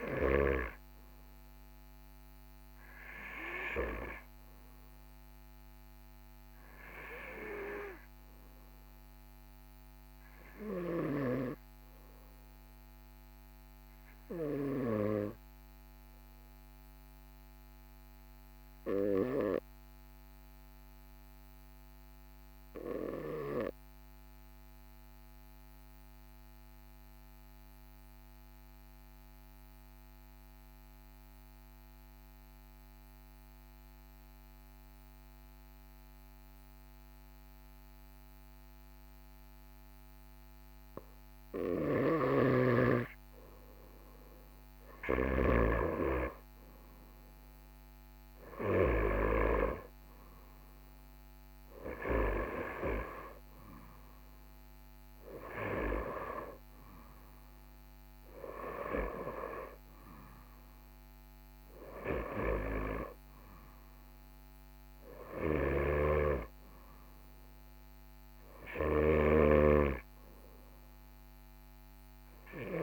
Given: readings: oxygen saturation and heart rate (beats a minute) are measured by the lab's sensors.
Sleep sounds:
breathing in sleep by a microphone on the trachea; 1
0.00-10.00 s: oxygen desaturation (device-marked, oxygen 93% lowest, heart rate 42 extreme)
13.00-41.50 s: obstructive apnea (oxygen 99% before, 94% lowest, heart rate 44 before, 42 extreme, up 3 after)
43.50-47.00 s: arousal
44.00-72.83 s: oxygen desaturation (device-marked, oxygen 98% before, 94% lowest, heart rate 43 before, 43 extreme)
From the record:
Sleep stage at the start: N2 (light sleep); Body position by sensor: on the right side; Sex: male

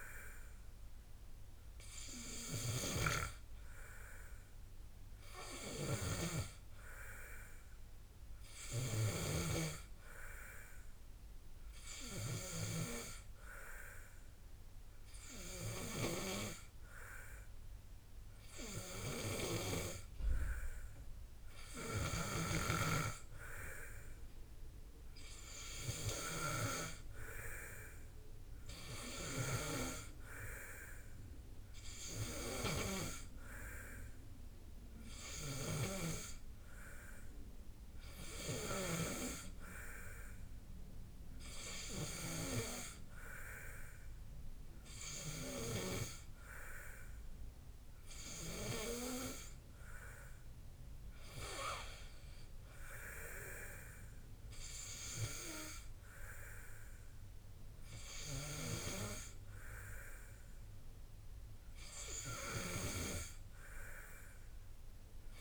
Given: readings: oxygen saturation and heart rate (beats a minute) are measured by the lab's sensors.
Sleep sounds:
breathing in sleep by a room microphone; none
6.00-10.00 s: snoring (device-marked)
19.50-23.00 s: snoring (device-marked)
26.50-44.50 s: oxygen desaturation (device-marked, oxygen 94% before, 90% lowest, heart rate 56 before, 50 extreme)
From the record:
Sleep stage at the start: N2 (light sleep); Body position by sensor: on the back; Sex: male

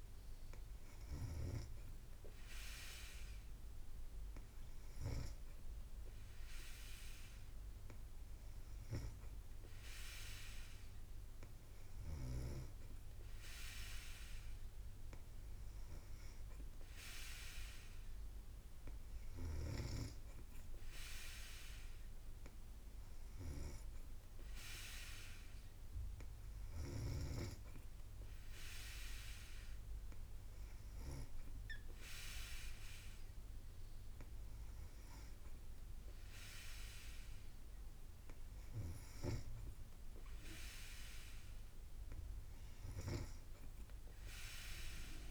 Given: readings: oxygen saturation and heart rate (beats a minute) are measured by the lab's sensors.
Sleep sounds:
breathing in sleep by a room microphone; none
32.50-34.50 s: long interval between heartbeats (device-marked, heart rate 58 before, 65 extreme)
From the record:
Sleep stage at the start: N3 (deep sleep); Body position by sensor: on the back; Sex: female

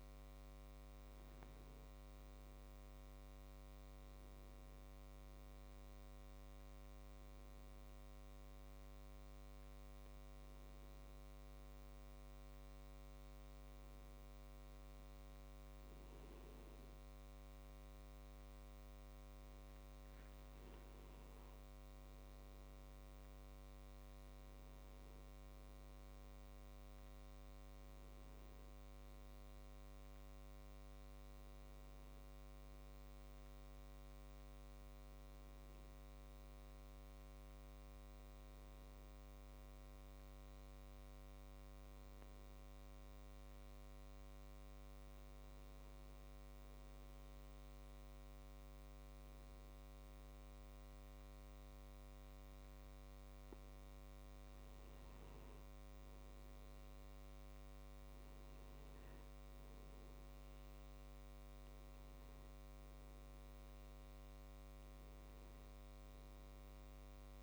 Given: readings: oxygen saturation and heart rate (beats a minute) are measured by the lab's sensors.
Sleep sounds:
a person partly awake in a sleep study, hard to hear, by a microphone on the trachea; none
0.00-9.00 s: tachycardia (device-marked, heart rate 160 extreme)
29.00-59.00 s: new sleep stage, N1 (lightest sleep)
59.00-67.43 s: new sleep stage, N2 (light sleep)
From the record:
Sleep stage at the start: awake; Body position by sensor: on the back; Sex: male

